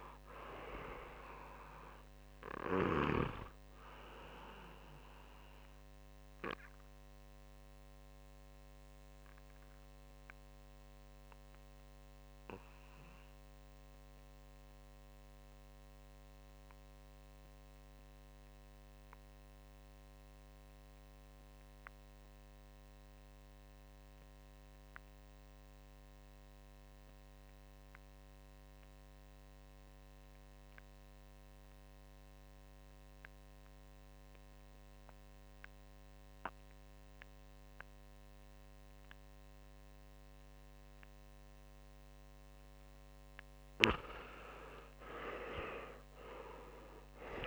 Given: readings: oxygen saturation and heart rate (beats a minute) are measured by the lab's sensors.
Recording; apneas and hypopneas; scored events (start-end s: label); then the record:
breathing in sleep by a microphone on the trachea; 1
0.00-22.50 s: oxygen desaturation (device-marked, oxygen 91% lowest, heart rate 60 extreme)
5.00-42.00 s: mixed apnea (oxygen 99% before, 86% lowest, heart rate 70 before, 60 extreme, up 11 after)
35.50-47.47 s: oxygen desaturation (device-marked, oxygen 98% before, 86% lowest, heart rate 63 before, 60 extreme)
44.50-47.47 s: arousal
From the record:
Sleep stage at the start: REM sleep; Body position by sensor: on the back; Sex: male